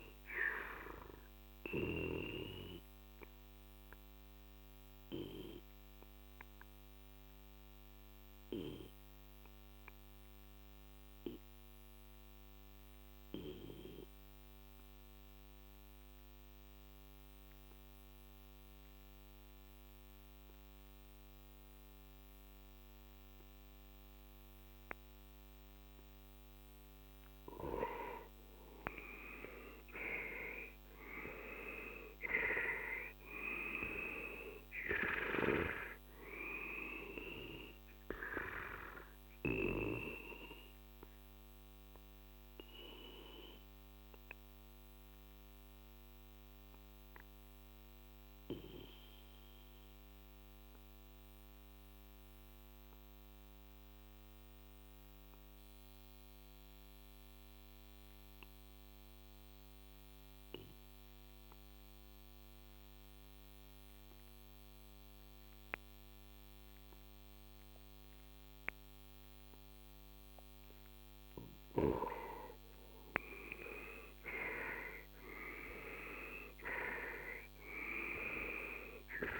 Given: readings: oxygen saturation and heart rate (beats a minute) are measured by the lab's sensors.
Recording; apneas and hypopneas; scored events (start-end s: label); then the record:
breathing in sleep by a microphone on the trachea; 2
0.00-15.50 s: oxygen desaturation (device-marked, oxygen 94% lowest, heart rate 43 extreme)
0.50-27.50 s: obstructive apnea (oxygen 99% before, 92% lowest, heart rate 51 before, 40 extreme, up 13 after)
29.00-33.00 s: arousal
29.50-54.50 s: oxygen desaturation (device-marked, oxygen 97% before, 92% lowest, heart rate 47 before, 40 extreme)
41.00-70.00 s: obstructive apnea (oxygen 98% before, 91% lowest, heart rate 55 before, 40 extreme, up 12 after)
71.50-76.50 s: arousal
From the record:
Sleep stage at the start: N2 (light sleep); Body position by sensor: on the left side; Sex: male